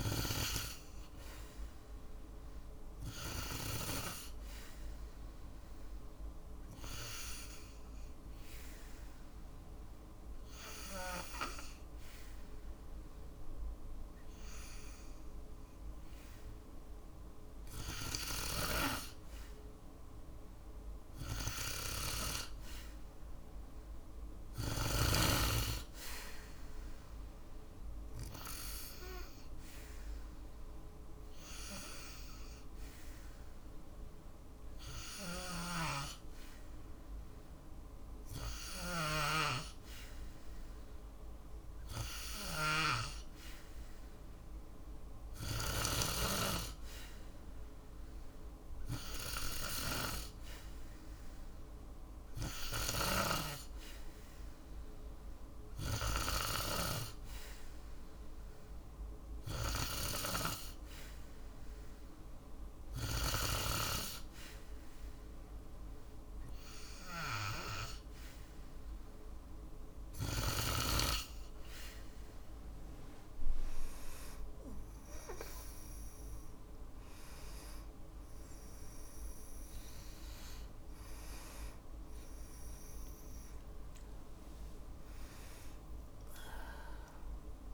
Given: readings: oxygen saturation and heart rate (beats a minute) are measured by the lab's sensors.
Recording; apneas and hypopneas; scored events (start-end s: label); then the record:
breathing in sleep by a room microphone; 3
5.00-17.00 s: obstructive apnea (oxygen 96% before, 93% lowest, heart rate 56 before, 56 extreme, up 1 after)
19.50-23.00 s: arousal
28.00-40.00 s: hypopnea (oxygen 96% before, 93% lowest, heart rate 57 before, 55 extreme, up 0 after)
49.00-53.50 s: arousal
62.50-72.50 s: hypopnea (oxygen 95% before, 94% lowest, heart rate 57 before, 57 extreme, up 4 after)
From the record:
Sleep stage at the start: N2 (light sleep); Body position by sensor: on the back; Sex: female